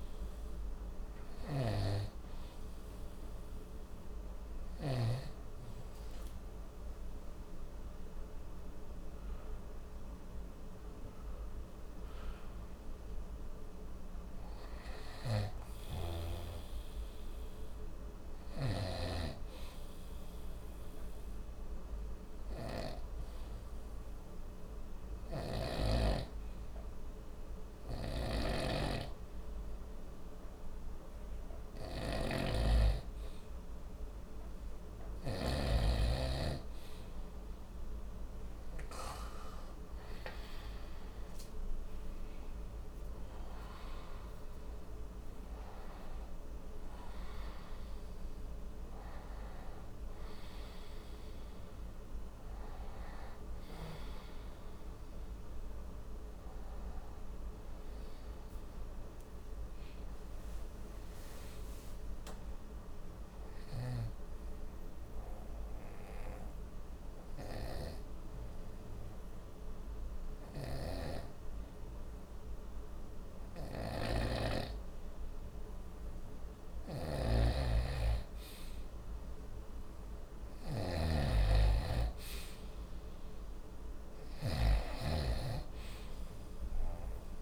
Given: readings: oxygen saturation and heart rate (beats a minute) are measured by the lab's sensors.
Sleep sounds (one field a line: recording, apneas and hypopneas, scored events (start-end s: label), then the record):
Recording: breathing in sleep by a room microphone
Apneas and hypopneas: 2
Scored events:
6.50-11.00 s: arousal
19.00-30.00 s: hypopnea (oxygen 96% before, 93% lowest, heart rate 59 before, 44 extreme, up 11 after)
28.00-35.50 s: snoring (device-marked)
33.00-37.50 s: arousal
63.00-76.50 s: hypopnea (oxygen 95% before, 93% lowest, heart rate 52 before, 30 extreme, up 0 after)
70.50-84.50 s: snoring (device-marked)
80.00-82.00 s: arousal
85.00-87.42 s: oxygen desaturation (device-marked, oxygen 96% before, 93% lowest, heart rate 56 before, 30 extreme)
From the record:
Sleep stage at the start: N2 (light sleep)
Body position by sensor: on the right side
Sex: male